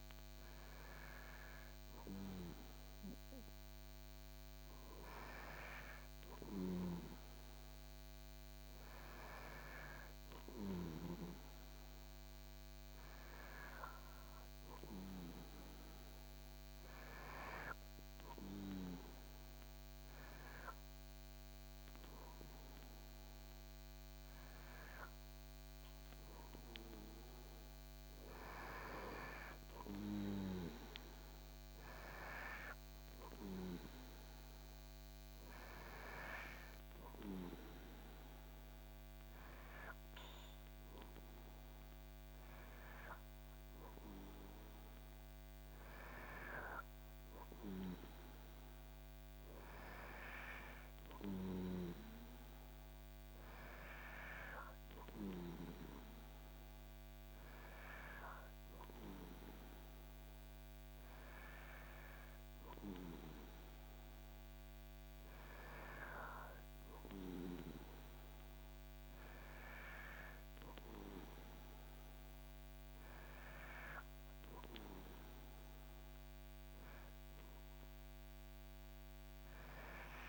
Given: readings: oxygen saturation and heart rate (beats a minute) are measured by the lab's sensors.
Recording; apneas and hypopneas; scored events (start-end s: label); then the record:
breathing in sleep by a microphone on the trachea; none
none scored
From the record:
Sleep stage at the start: N2 (light sleep); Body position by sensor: on the back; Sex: male